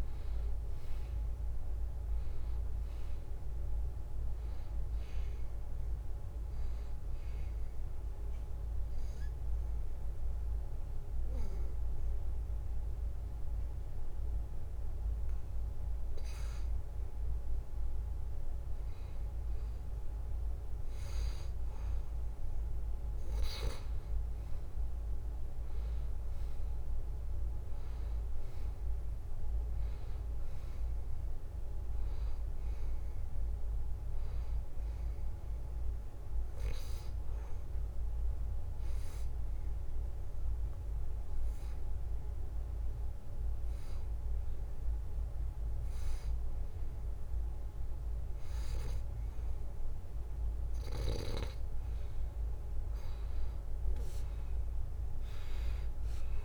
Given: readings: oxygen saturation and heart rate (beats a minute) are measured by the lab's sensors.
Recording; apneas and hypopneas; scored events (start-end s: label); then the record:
breathing in sleep, hard to hear, by a room microphone; 2
1.50-16.50 s: oxygen desaturation (device-marked, oxygen 94% before, 90% lowest, heart rate 74 before, 72 extreme)
6.00-17.00 s: obstructive apnea (oxygen 95% before, 90% lowest, heart rate 74 before, 72 extreme, up 1 after)
19.50-23.00 s: arousal
30.50-43.50 s: oxygen desaturation (device-marked, oxygen 94% before, 91% lowest, heart rate 73 before, 72 extreme)
38.00-51.50 s: hypopnea (oxygen 94% before, 91% lowest, heart rate 73 before, 72 extreme, up 3 after)
54.50-56.45 s: arousal
From the record:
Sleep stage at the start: N2 (light sleep); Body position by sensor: on the back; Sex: male